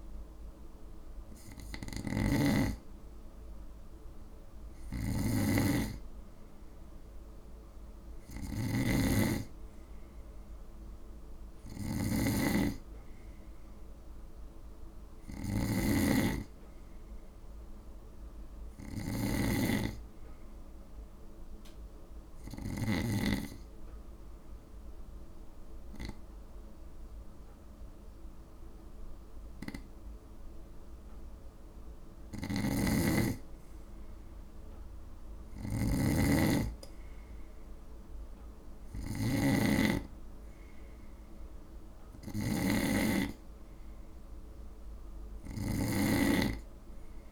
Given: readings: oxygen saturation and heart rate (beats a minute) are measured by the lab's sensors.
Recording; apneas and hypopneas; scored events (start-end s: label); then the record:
breathing in sleep by a room microphone; 1
0.00-23.00 s: snoring (device-marked)
22.50-33.50 s: obstructive apnea (oxygen 95% before, 91% lowest, heart rate 55 before, 55 extreme, up 1 after)
32.00-47.32 s: snoring (device-marked)
37.00-40.00 s: arousal
From the record:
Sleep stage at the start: N2 (light sleep); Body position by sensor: on the right side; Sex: male